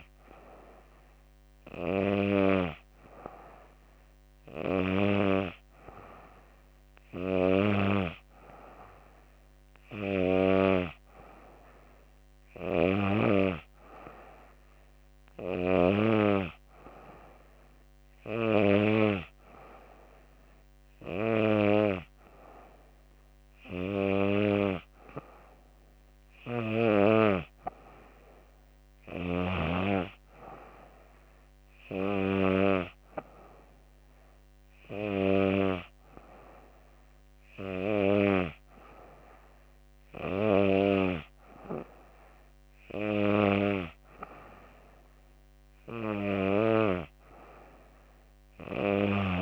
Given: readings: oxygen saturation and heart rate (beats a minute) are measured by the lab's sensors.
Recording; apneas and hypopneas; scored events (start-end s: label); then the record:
breathing in sleep by a microphone on the trachea; none
none scored
From the record:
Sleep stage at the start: N2 (light sleep); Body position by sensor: on the back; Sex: female